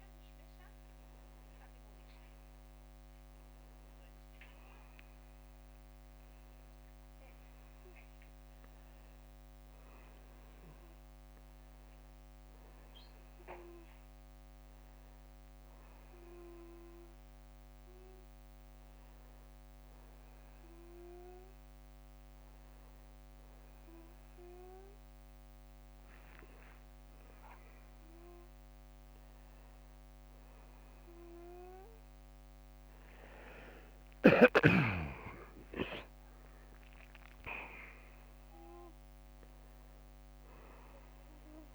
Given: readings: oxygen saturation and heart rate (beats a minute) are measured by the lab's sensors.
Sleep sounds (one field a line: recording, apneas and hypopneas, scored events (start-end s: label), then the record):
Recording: breathing in sleep by a microphone on the trachea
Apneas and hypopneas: none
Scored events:
0.00-6.00 s: tachycardia (device-marked, heart rate 69 before, 119 extreme)
1.00-6.50 s: arousal
2.00-4.00 s: long interval between heartbeats (device-marked, heart rate 77 before, 94 extreme)
4.50-6.50 s: long interval between heartbeats (device-marked, heart rate 80 before, 105 extreme)
10.50-12.50 s: long interval between heartbeats (device-marked, heart rate 86 before, 67 extreme)
15.00-17.00 s: long interval between heartbeats (device-marked, heart rate 83 before, 72 extreme)
24.00-26.00 s: long interval between heartbeats (device-marked, heart rate 76 before, 64 extreme)
34.50-38.50 s: arousal
From the record:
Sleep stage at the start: N1 (lightest sleep)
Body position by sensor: on the back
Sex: male